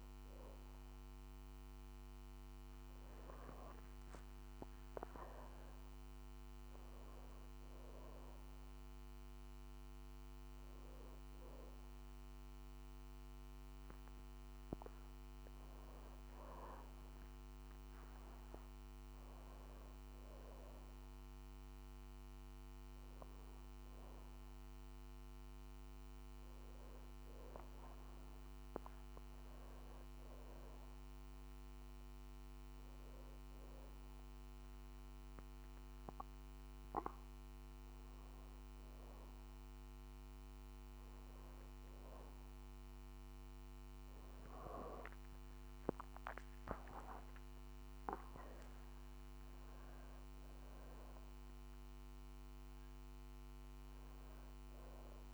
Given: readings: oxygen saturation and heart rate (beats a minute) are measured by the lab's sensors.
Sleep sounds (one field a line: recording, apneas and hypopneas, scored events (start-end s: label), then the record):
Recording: a person awake in a sleep study, by a microphone on the trachea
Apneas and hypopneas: none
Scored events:
54.50-55.33 s: new sleep stage, N2 (light sleep)
From the record:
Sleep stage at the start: awake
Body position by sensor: on the back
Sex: female